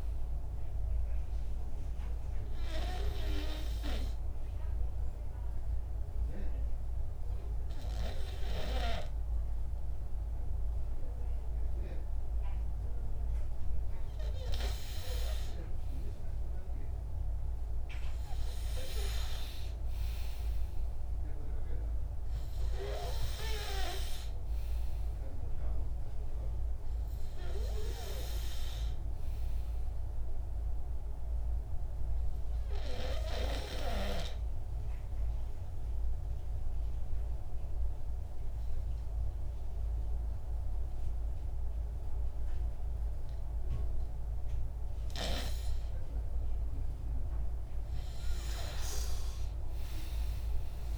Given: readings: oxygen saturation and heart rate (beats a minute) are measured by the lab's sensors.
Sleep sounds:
breathing in sleep by a room microphone; 2
2.00-14.50 s: obstructive apnea (oxygen 100% before, 94% lowest, heart rate 68 before, 64 extreme, up 8 after)
16.00-19.50 s: arousal
31.50-45.50 s: obstructive apnea (oxygen 98% before, 91% lowest, heart rate 68 before, 65 extreme, up 13 after)
47.50-50.98 s: arousal
From the record:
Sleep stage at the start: N2 (light sleep); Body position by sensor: on the back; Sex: male

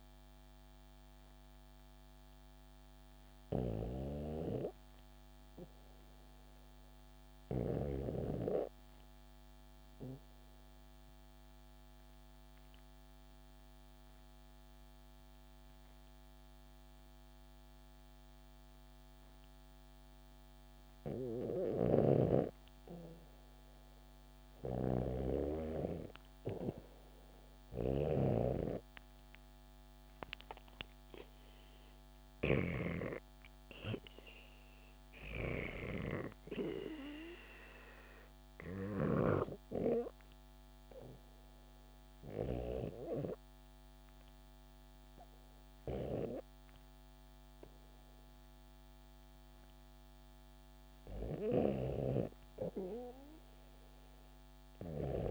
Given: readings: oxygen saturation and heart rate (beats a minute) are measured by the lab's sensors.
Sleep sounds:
breathing in sleep by a microphone on the trachea; 2
9.50-20.50 s: obstructive apnea (oxygen 96% before, 92% lowest, heart rate 69 before, 66 extreme, up 1 after)
21.00-25.00 s: arousal
21.00-27.50 s: snoring (device-marked)
25.50-45.50 s: oxygen desaturation (device-marked, oxygen 96% before, 92% lowest, heart rate 68 before, 69 extreme)
39.50-50.50 s: hypopnea (oxygen 96% before, 91% lowest, heart rate 70 before, 69 extreme, up 0 after)
51.50-54.50 s: arousal
From the record:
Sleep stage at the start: REM sleep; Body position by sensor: on the back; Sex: female

